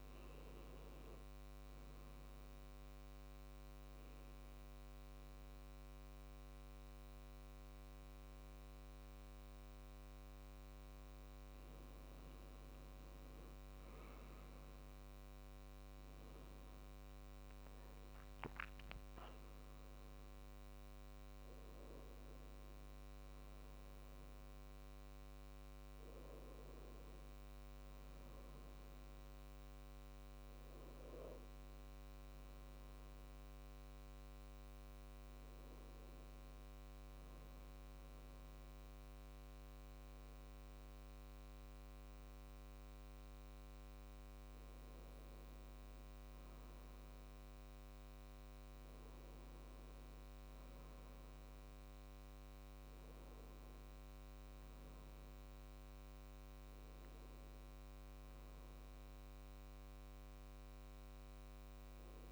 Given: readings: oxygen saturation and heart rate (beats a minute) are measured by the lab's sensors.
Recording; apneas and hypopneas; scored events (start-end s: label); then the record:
breathing in sleep, hard to hear, by a microphone on the trachea; 1
3.00-13.00 s: obstructive apnea (oxygen 97% before, 95% lowest, heart rate 70 before, 69 extreme, up 5 after)
14.50-17.50 s: arousal
From the record:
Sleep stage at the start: N2 (light sleep); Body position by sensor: on the back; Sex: male